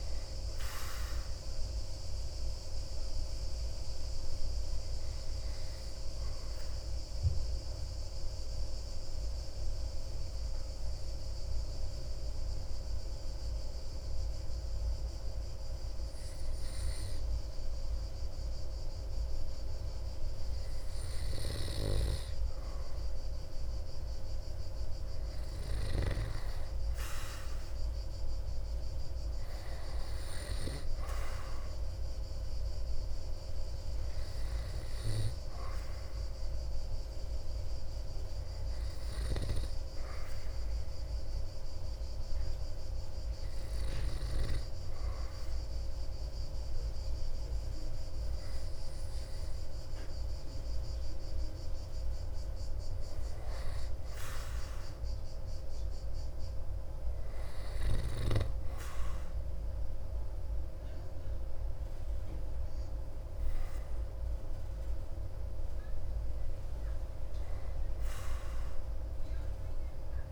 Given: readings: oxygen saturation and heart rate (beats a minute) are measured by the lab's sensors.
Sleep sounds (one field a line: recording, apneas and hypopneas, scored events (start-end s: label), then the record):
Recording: breathing in sleep by a room microphone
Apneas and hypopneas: 2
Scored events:
0.00-10.00 s: oxygen desaturation (device-marked, oxygen 91% lowest)
2.00-21.50 s: obstructive apnea (oxygen 96% before, 91% lowest)
30.00-34.00 s: arousal
30.00-51.00 s: oxygen desaturation (device-marked, oxygen 98% before, 94% lowest)
39.50-53.00 s: hypopnea (oxygen 98% before, 94% lowest)
56.50-60.50 s: arousal
From the record:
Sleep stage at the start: N2 (light sleep)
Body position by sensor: on the back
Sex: male